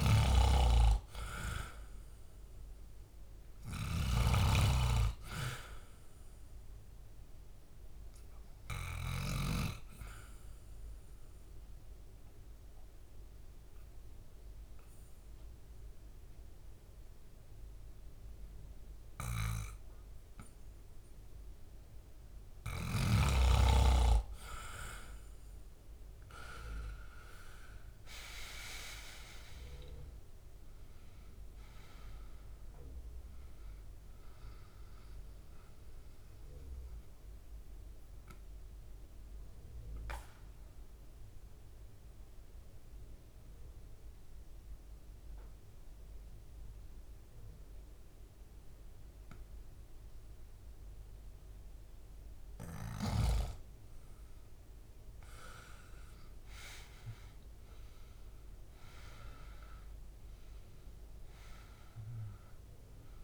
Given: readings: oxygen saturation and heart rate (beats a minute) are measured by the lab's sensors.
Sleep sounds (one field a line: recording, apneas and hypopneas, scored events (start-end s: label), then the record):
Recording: breathing in sleep by a room microphone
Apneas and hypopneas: 2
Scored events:
0.00-3.00 s: oxygen desaturation (device-marked, oxygen 91% lowest, heart rate 68 extreme)
0.00-4.00 s: snoring (device-marked)
1.50-5.00 s: arousal
9.50-21.50 s: obstructive apnea (oxygen 98% before, 91% lowest, heart rate 71 before, 68 extreme, up 4 after)
26.00-30.50 s: arousal
36.50-53.00 s: mixed apnea (oxygen 97% before, 91% lowest, heart rate 71 before, 69 extreme, up 6 after)
54.00-63.00 s: oxygen desaturation (device-marked, oxygen 95% before, 91% lowest, heart rate 72 before, 72 extreme)
55.50-60.00 s: arousal
From the record:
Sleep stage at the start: N2 (light sleep)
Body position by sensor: on the back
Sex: male